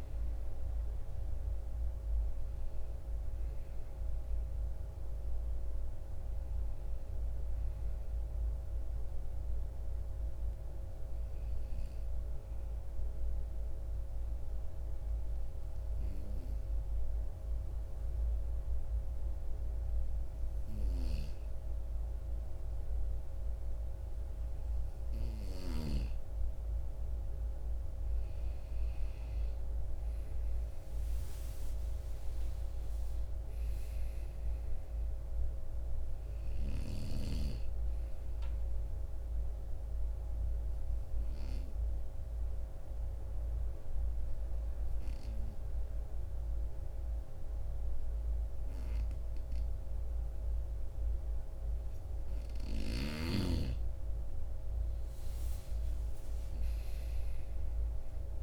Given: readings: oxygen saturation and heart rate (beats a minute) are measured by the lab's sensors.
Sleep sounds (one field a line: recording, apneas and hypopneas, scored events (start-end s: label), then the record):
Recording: breathing in sleep by a room microphone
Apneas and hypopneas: 2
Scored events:
0.00-19.00 s: oxygen desaturation (device-marked, oxygen 94% before, 90% lowest, heart rate 69 before, 53 extreme)
11.00-25.50 s: obstructive apnea (oxygen 96% before, 90% lowest, heart rate 72 before, 53 extreme, up 7 after)
29.00-33.50 s: arousal
38.00-56.00 s: oxygen desaturation (device-marked, oxygen 97% before, 93% lowest, heart rate 57 before, 53 extreme)
38.50-53.50 s: obstructive apnea (oxygen 98% before, 91% lowest, heart rate 57 before, 53 extreme, up 8 after)
55.50-58.43 s: arousal
From the record:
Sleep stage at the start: N2 (light sleep)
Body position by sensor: on the right side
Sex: male